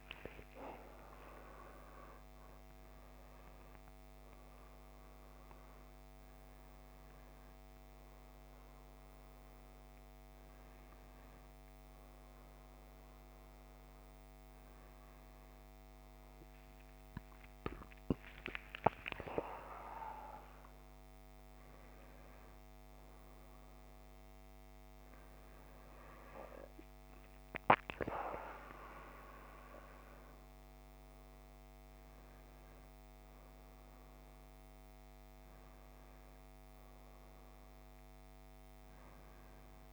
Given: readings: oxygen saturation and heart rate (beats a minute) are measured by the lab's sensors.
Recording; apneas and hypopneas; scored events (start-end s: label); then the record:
a person awake in a sleep study, by a microphone on the trachea; none
none scored
From the record:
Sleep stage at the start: awake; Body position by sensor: on the back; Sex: male